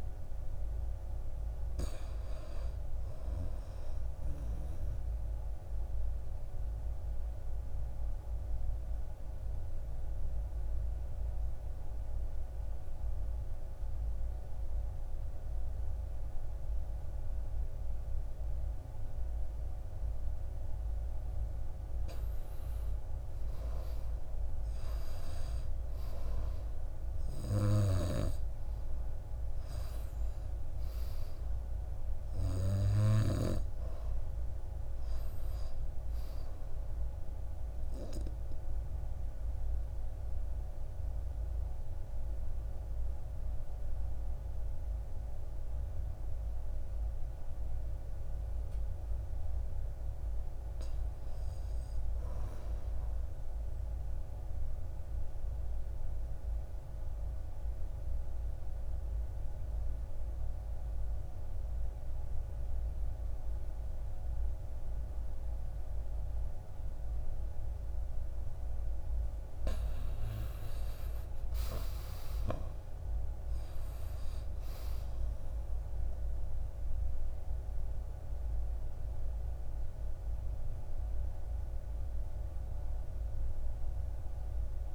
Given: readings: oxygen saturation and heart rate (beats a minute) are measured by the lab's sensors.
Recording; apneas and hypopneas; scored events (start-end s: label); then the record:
breathing in sleep by a room microphone; 3
0.00-3.00 s: arousal
5.00-20.00 s: obstructive apnea (oxygen 97% before, 86% lowest, heart rate 58 before, 56 extreme, up 11 after)
9.50-42.50 s: oxygen desaturation (device-marked, oxygen 97% before, 86% lowest, heart rate 57 before, 54 extreme)
22.50-26.00 s: arousal
37.50-47.50 s: obstructive apnea (oxygen 97% before, 85% lowest, heart rate 64 before, 54 extreme, up 6 after)
49.50-51.50 s: arousal
54.50-67.50 s: oxygen desaturation (device-marked, oxygen 97% before, 92% lowest, heart rate 58 before, 56 extreme)
55.50-69.00 s: obstructive apnea (oxygen 97% before, 80% lowest, heart rate 58 before, 56 extreme, up 11 after)
70.50-73.00 s: arousal
72.50-84.95 s: oxygen desaturation (device-marked, oxygen 94% before, 85% lowest, heart rate 59 before, 56 extreme)
From the record:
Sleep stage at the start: N2 (light sleep); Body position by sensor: on the back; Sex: male